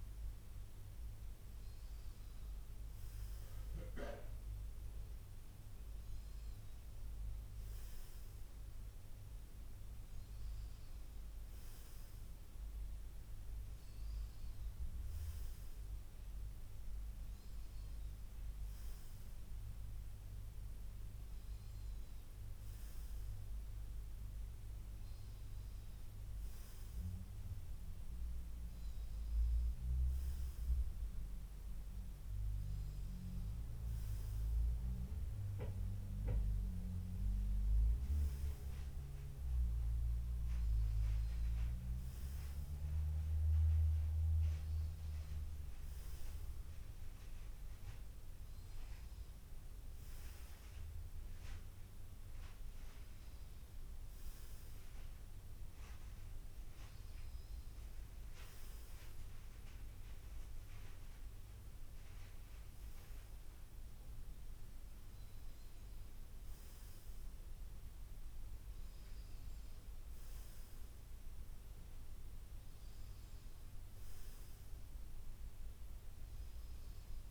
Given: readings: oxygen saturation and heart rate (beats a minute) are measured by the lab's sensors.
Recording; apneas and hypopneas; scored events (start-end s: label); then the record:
breathing in sleep, hard to hear, by a room microphone; none
62.50-66.50 s: arousal
From the record:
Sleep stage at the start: N2 (light sleep); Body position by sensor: on the front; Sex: male